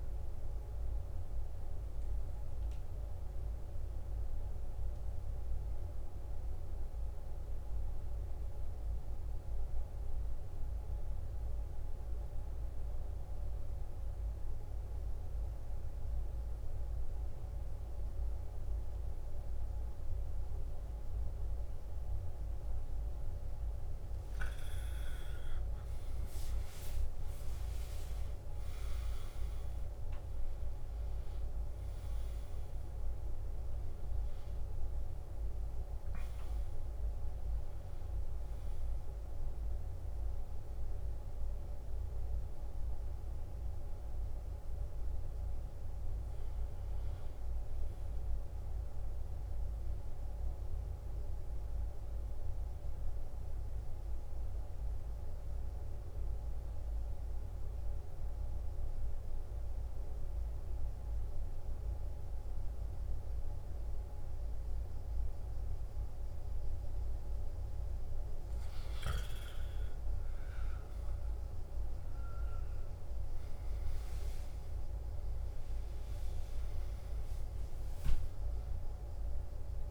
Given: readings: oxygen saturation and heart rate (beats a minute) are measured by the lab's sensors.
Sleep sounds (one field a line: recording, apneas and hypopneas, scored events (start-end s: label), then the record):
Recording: breathing in sleep, hard to hear, by a room microphone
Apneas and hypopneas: 2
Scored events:
0.00-3.00 s: arousal
7.50-24.00 s: obstructive apnea (oxygen 97% before, 89% lowest, heart rate 60 before, 58 extreme, up 15 after)
21.50-48.50 s: oxygen desaturation (device-marked, oxygen 95% before, 89% lowest, heart rate 59 before, 58 extreme)
25.00-29.50 s: arousal
53.00-69.00 s: hypopnea (oxygen 97% before, 88% lowest, heart rate 66 before, 56 extreme, up 13 after)
69.50-73.00 s: arousal
72.50-79.90 s: oxygen desaturation (device-marked, oxygen 96% before, 90% lowest, heart rate 60 before, 55 extreme)
From the record:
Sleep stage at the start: N2 (light sleep)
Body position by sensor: on the back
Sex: male